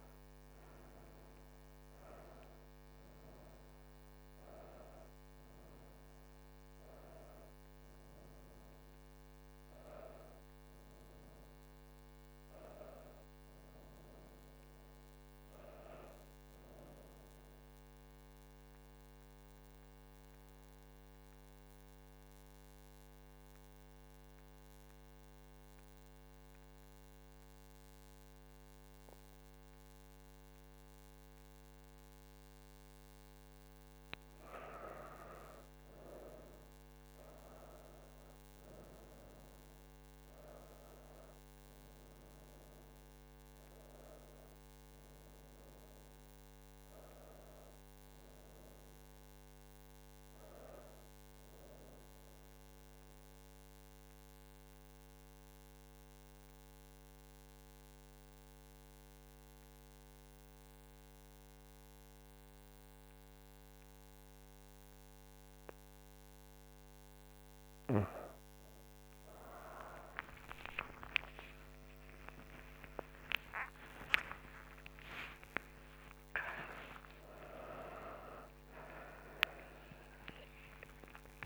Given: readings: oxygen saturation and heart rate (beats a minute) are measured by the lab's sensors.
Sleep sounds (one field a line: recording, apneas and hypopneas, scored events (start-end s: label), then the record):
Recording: a person partly awake in a sleep study, by a microphone on the trachea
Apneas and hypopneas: 2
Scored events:
2.50-81.46 s: new sleep stage, N1 (lightest sleep)
18.00-33.00 s: central apnea (oxygen 98% before, 91% lowest, heart rate 98 before, 73 extreme, up 8 after)
33.50-50.50 s: oxygen desaturation (device-marked, oxygen 98% before, 92% lowest, heart rate 81 before, 74 extreme)
37.00-41.50 s: arousal
53.00-68.00 s: mixed apnea (oxygen 98% before, 89% lowest, heart rate 80 before, 74 extreme, up 35 after)
66.50-81.46 s: oxygen desaturation (device-marked, oxygen 96% before, 91% lowest, heart rate 77 before, 73 extreme)
71.00-77.50 s: arousal
From the record:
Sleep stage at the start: awake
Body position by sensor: on the back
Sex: female